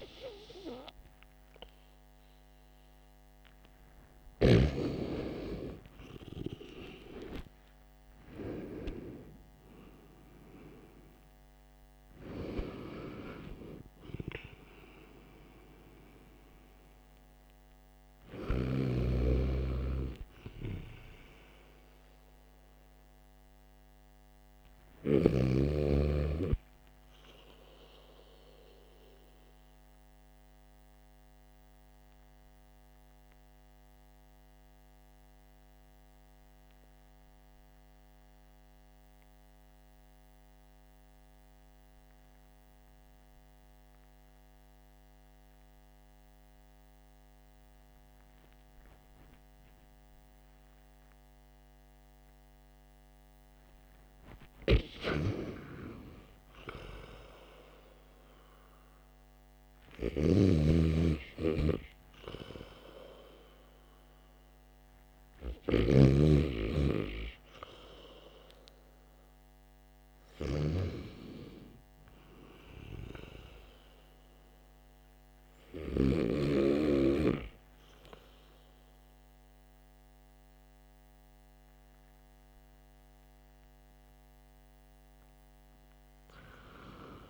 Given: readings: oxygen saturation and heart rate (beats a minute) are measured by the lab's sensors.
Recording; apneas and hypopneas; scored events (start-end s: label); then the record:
breathing in sleep by a microphone on the trachea; 1
4.50-9.00 s: arousal
32.00-54.00 s: mixed apnea (oxygen 96% before, 92% lowest, heart rate 54 before, 49 extreme, up 5 after)
34.50-40.50 s: oxygen desaturation (device-marked, oxygen 96% before, 92% lowest, heart rate 53 before, 49 extreme)
55.50-59.00 s: arousal
60.00-66.00 s: snoring (device-marked)
From the record:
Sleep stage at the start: REM sleep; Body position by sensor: on the back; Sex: male